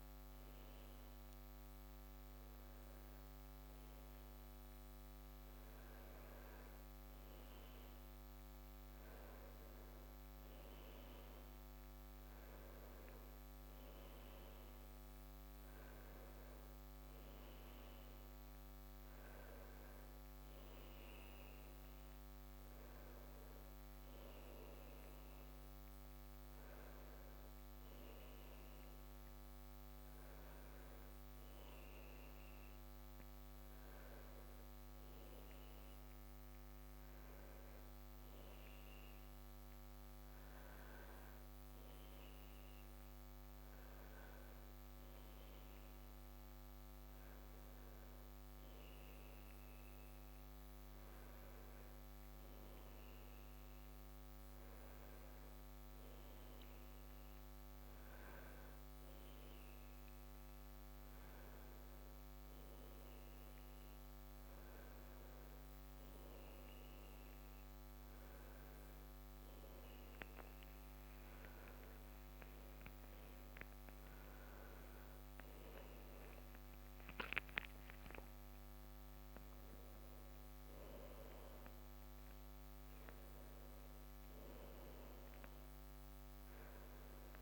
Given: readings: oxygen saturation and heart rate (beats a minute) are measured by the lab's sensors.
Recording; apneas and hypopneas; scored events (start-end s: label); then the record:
breathing in sleep, hard to hear, by a microphone on the trachea; none
none scored
From the record:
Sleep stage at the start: N1 (lightest sleep); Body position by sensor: on the back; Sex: male